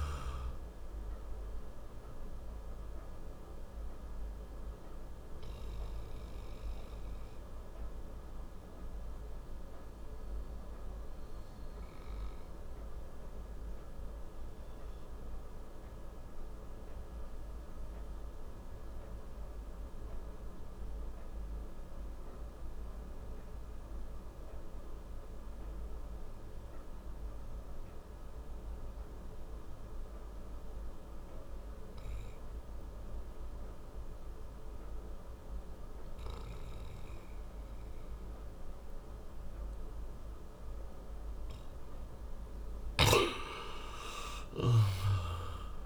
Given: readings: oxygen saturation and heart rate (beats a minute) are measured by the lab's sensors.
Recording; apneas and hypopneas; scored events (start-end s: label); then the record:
breathing in sleep by a room microphone; 1
0.00-21.50 s: oxygen desaturation (device-marked, oxygen 84% lowest, heart rate 47 extreme)
1.00-41.50 s: obstructive apnea (oxygen 97% before, 84% lowest, heart rate 56 before, 50 extreme, up 7 after)
33.50-45.86 s: oxygen desaturation (device-marked, oxygen 98% before, 93% lowest, heart rate 59 before, 55 extreme)
43.50-45.86 s: arousal
From the record:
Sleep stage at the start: N2 (light sleep); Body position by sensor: on the back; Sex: male